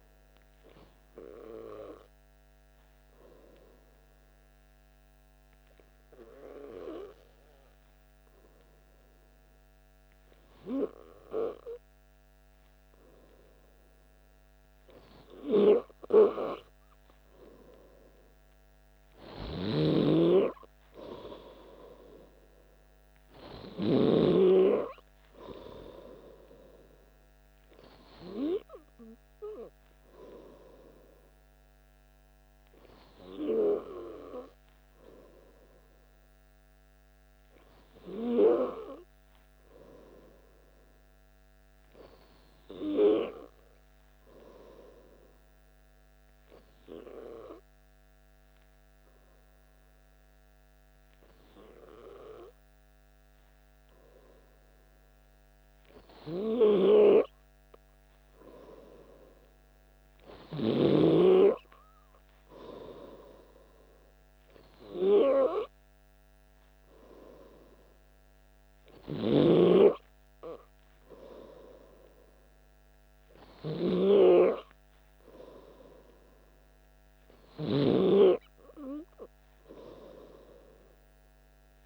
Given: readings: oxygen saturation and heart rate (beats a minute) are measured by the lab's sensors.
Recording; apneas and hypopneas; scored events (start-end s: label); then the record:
breathing in sleep by a microphone on the trachea; 2
2.00-17.00 s: hypopnea (oxygen 96% before, 94% lowest, heart rate 62 before, 59 extreme, up 1 after)
20.50-24.50 s: arousal
42.50-55.50 s: hypopnea (oxygen 96% before, 94% lowest, heart rate 60 before, 59 extreme, up 2 after)
58.00-61.50 s: arousal
From the record:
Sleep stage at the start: N2 (light sleep); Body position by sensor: on the back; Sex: male